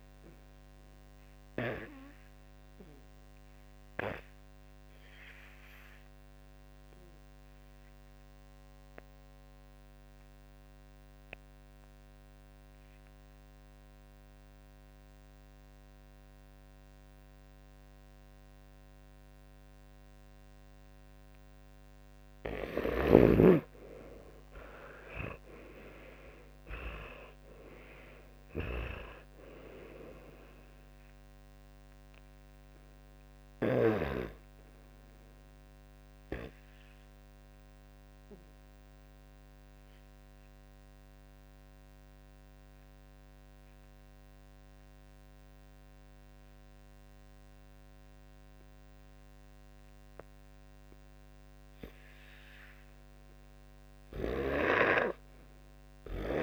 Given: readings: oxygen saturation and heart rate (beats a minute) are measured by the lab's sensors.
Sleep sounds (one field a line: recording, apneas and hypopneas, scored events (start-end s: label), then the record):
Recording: breathing in sleep by a microphone on the trachea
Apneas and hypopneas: 2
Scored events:
0.00-14.50 s: oxygen desaturation (device-marked, oxygen 91% lowest, heart rate 49 extreme)
5.50-22.50 s: obstructive apnea (oxygen 99% before, 89% lowest, heart rate 62 before, 49 extreme, up 31 after)
22.50-34.00 s: snoring (device-marked)
24.00-28.00 s: arousal
41.00-51.00 s: obstructive apnea (oxygen 94% before, 86% lowest, heart rate 65 before, 59 extreme, up 12 after)
52.50-56.43 s: arousal
54.00-56.43 s: snoring (device-marked)
From the record:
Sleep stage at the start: N2 (light sleep)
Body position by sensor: on the back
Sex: male